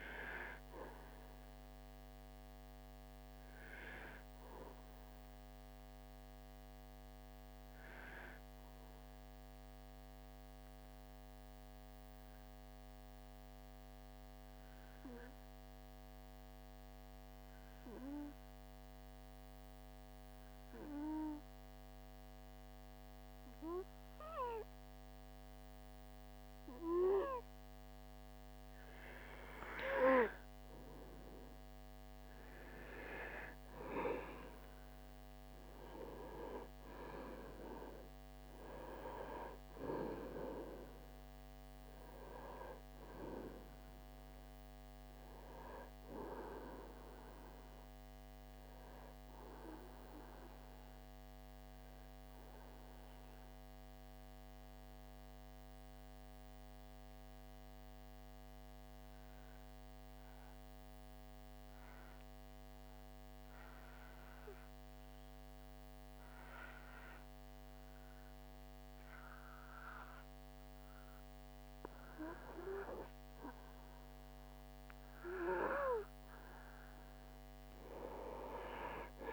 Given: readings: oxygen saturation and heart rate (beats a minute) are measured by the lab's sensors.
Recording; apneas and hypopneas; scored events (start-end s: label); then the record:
breathing in sleep by a microphone on the trachea; 2
6.50-28.00 s: obstructive apnea (oxygen 94% before, 90% lowest)
29.00-34.00 s: arousal
30.00-55.00 s: oxygen desaturation (device-marked, oxygen 97% before, 90% lowest)
52.00-72.00 s: obstructive apnea (oxygen 97% before, 91% lowest)
75.00-79.33 s: oxygen desaturation (device-marked, oxygen 97% before, 91% lowest)
From the record:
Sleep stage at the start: N2 (light sleep); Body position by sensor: on the back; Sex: male